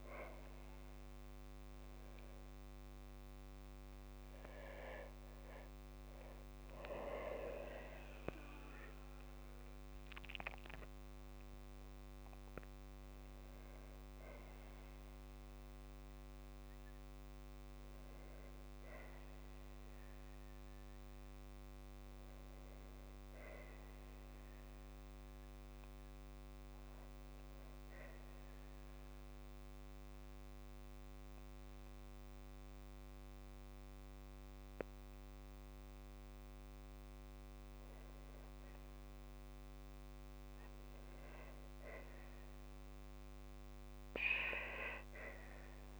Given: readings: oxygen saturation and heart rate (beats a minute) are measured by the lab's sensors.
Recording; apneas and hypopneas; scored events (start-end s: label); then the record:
breathing in sleep by a microphone on the trachea; 1
3.00-7.50 s: arousal
8.00-10.00 s: long interval between heartbeats (device-marked, heart rate 56 before, 69 extreme)
27.50-39.50 s: mixed apnea (oxygen 97% before, 95% lowest, heart rate 61 before, 53 extreme, up 2 after)
41.50-46.00 s: arousal
From the record:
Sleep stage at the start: N2 (light sleep); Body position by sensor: on the back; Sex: female